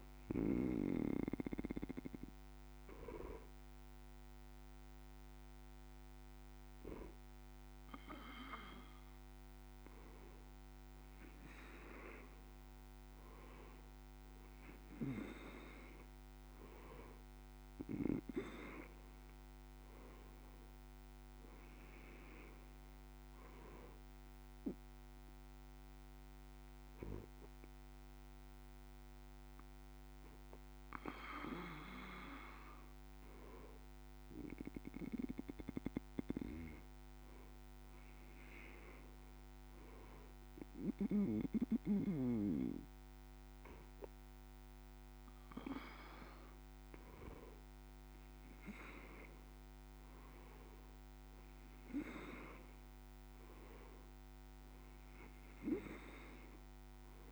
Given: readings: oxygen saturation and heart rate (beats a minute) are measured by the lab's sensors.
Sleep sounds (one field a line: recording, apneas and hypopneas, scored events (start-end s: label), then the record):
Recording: breathing in sleep by a microphone on the trachea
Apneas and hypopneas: 2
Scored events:
0.50-11.50 s: hypopnea (oxygen 97% before, 95% lowest)
13.00-16.00 s: arousal
23.50-34.50 s: obstructive apnea (oxygen 97% before, 94% lowest)
37.50-41.50 s: arousal
From the record:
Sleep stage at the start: N2 (light sleep)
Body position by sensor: on the back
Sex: male